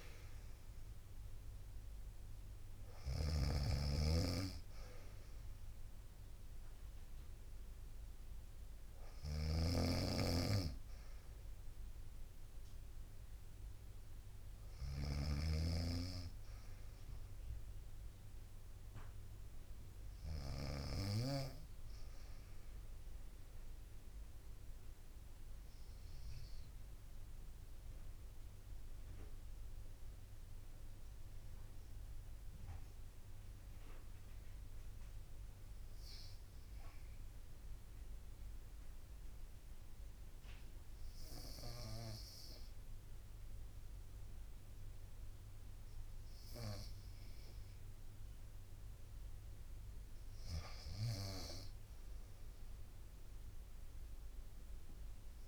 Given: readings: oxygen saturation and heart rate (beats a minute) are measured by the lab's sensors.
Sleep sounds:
breathing in sleep by a room microphone; 1
0.00-4.00 s: drop in pulse transit time (device-marked, heart rate 63 extreme)
2.50-20.50 s: snoring (device-marked)
22.50-49.00 s: mixed apnea (oxygen 97% before, 87% lowest, heart rate 61 before, 56 extreme, up 1 after)
27.00-39.00 s: drop in pulse transit time (device-marked, heart rate 61 before, 58 extreme)
31.00-55.48 s: bradycardia (device-marked, heart rate 64 before, 56 extreme)
47.00-55.48 s: new sleep stage, REM sleep
52.00-55.48 s: oxygen desaturation (device-marked, oxygen 97% before, 87% lowest, heart rate 58 before, 59 extreme)
53.00-54.00 s: drop in pulse transit time (device-marked, heart rate 58 before, 56 extreme)
From the record:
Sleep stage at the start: N2 (light sleep); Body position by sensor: on the right side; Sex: female

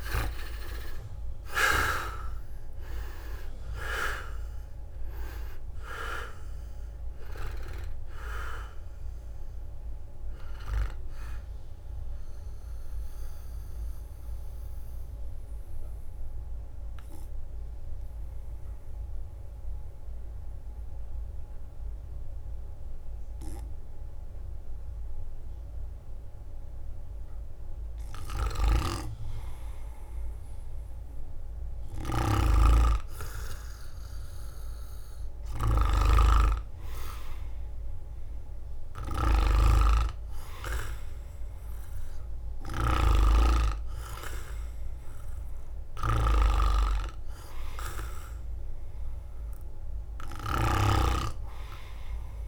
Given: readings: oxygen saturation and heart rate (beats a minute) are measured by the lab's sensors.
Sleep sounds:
breathing in sleep by a room microphone; 1
0.00-2.50 s: arousal
0.00-29.50 s: oxygen desaturation (device-marked, oxygen 62% lowest, heart rate 56 extreme)
0.50-13.50 s: drop in pulse transit time (device-marked, heart rate 65 before, 65 extreme)
12.00-28.00 s: central apnea (oxygen 77% before, 62% lowest, heart rate 73 before, 58 extreme, up 3 after)
32.50-38.50 s: arousal
50.50-52.48 s: oxygen desaturation (device-marked, oxygen 98% before, 92% lowest, heart rate 61 before, 51 extreme)
From the record:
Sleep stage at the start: REM sleep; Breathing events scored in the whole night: 244 in 3.6 hours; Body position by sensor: on the right side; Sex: male

